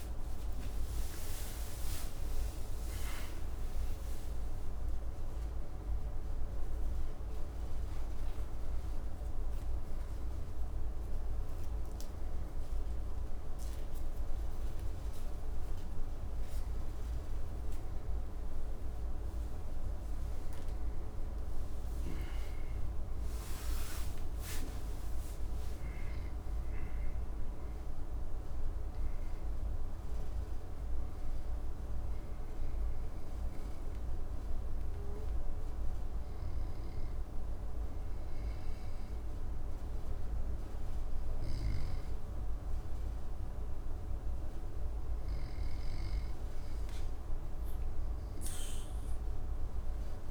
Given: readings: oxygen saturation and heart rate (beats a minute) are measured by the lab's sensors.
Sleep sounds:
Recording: a person partly awake in a sleep study, hard to hear, by a room microphone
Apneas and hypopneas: none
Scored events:
14.50-44.50 s: new sleep stage, N1 (lightest sleep)
44.50-50.31 s: new sleep stage, N2 (light sleep)
From the record:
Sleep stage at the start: awake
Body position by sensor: on the back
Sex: male

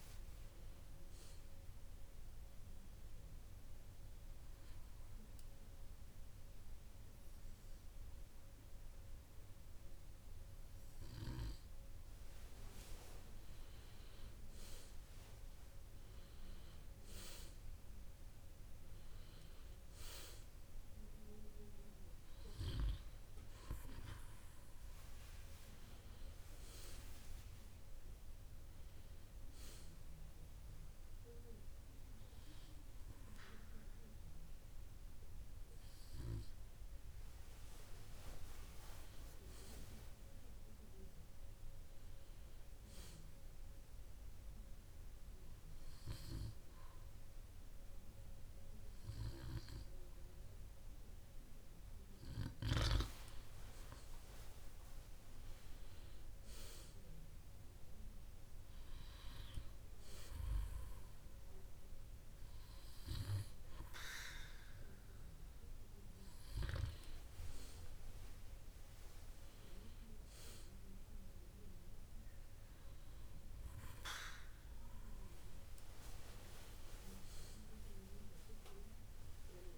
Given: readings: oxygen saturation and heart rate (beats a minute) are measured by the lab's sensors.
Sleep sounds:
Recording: breathing in sleep by a room microphone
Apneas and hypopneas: 3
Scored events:
4.00-15.00 s: mixed apnea (oxygen 97% before, 93% lowest, heart rate 63 before, 60 extreme, up 7 after)
17.00-20.50 s: arousal
30.50-40.50 s: obstructive apnea (oxygen 97% before, 93% lowest, heart rate 64 before, 60 extreme, up 4 after)
41.50-44.00 s: arousal
45.00-55.00 s: obstructive apnea (oxygen 97% before, 94% lowest, heart rate 63 before, 60 extreme, up 7 after)
56.50-60.00 s: arousal
From the record:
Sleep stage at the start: N2 (light sleep)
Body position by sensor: on the back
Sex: male

